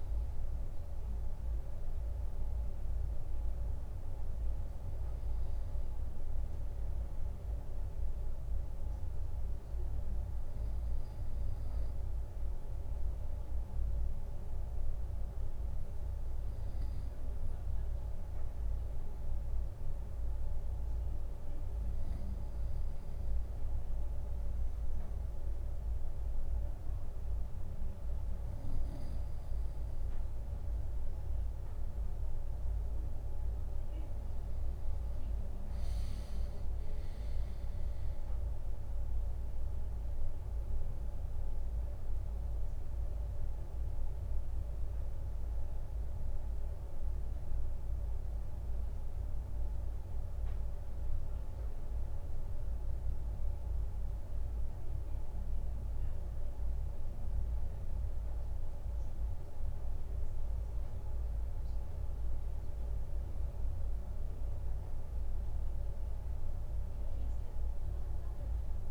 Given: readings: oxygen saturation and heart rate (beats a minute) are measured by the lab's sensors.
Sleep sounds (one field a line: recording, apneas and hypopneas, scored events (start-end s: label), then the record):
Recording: breathing in sleep, hard to hear, by a room microphone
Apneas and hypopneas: none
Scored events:
none scored
From the record:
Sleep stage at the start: N2 (light sleep)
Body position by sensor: on the right side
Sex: male